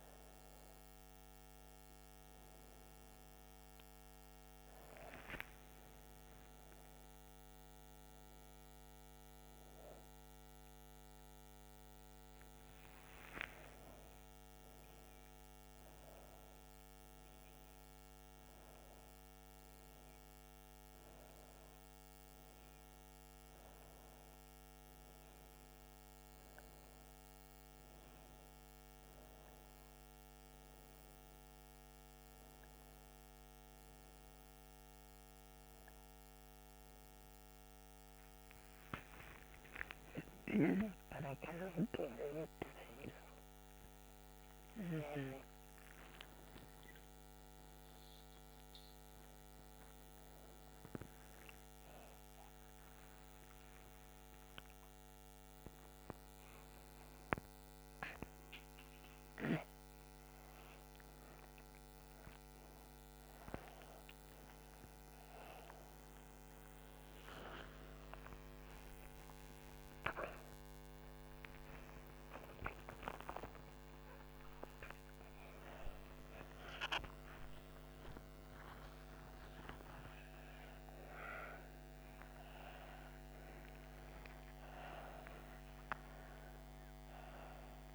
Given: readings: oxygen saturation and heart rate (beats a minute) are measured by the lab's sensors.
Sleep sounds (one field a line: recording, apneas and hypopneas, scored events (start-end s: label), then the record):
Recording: a person awake in a sleep study, by a microphone on the trachea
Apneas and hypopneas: none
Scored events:
none scored
From the record:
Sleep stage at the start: awake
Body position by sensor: on the right side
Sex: female